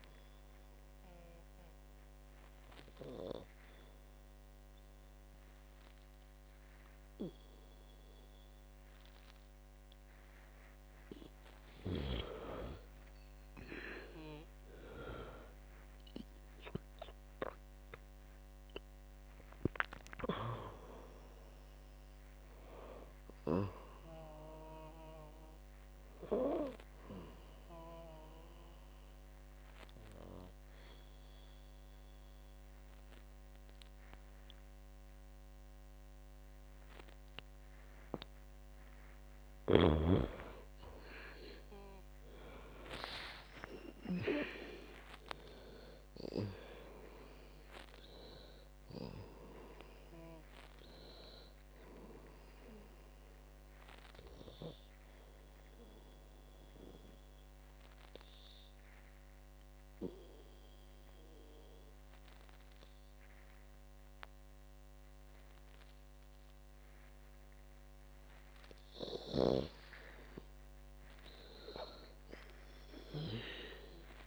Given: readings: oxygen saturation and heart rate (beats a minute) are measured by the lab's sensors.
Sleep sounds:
breathing in sleep by a microphone on the trachea; 3
0.00-8.50 s: oxygen desaturation (device-marked, oxygen 90% lowest, heart rate 58 extreme)
0.50-11.50 s: obstructive apnea (oxygen 97% before, 90% lowest, heart rate 105 before, 58 extreme, up 30 after)
14.00-19.50 s: arousal
28.50-40.00 s: obstructive apnea (oxygen 99% before, 95% lowest, heart rate 77 before, 54 extreme, up 33 after)
43.50-49.50 s: arousal
57.00-69.00 s: obstructive apnea (oxygen 98% before, 93% lowest, heart rate 71 before, 54 extreme, up 23 after)
70.50-74.00 s: arousal
From the record:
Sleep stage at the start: N2 (light sleep); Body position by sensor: on the back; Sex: female

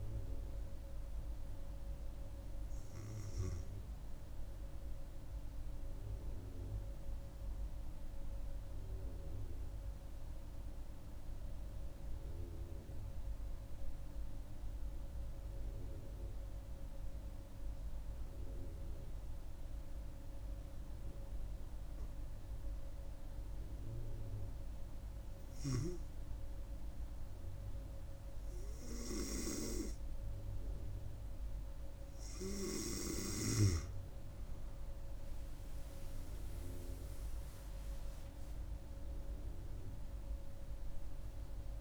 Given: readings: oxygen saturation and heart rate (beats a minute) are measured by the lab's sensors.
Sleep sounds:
breathing in sleep by a room microphone; 1
0.00-2.50 s: oxygen desaturation (device-marked, oxygen 92% lowest)
7.00-24.50 s: obstructive apnea (oxygen 95% before, 91% lowest)
26.00-29.50 s: arousal
30.50-41.81 s: oxygen desaturation (device-marked, oxygen 97% before, 91% lowest)
From the record:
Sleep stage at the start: N2 (light sleep); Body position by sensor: on the right side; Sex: female

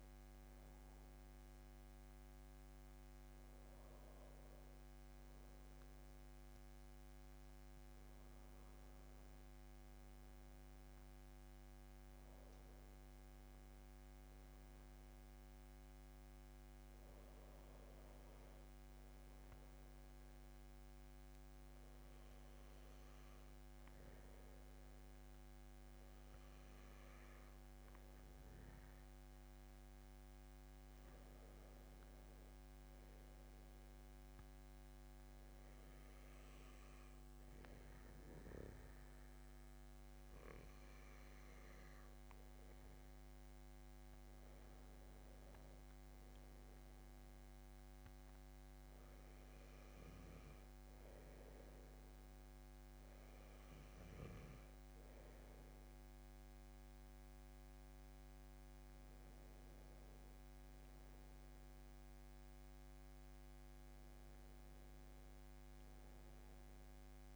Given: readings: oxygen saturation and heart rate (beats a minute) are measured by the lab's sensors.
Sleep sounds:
breathing in sleep, hard to hear, by a microphone on the trachea; none
58.50-62.50 s: arousal
From the record:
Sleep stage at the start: N2 (light sleep); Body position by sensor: on the back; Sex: male

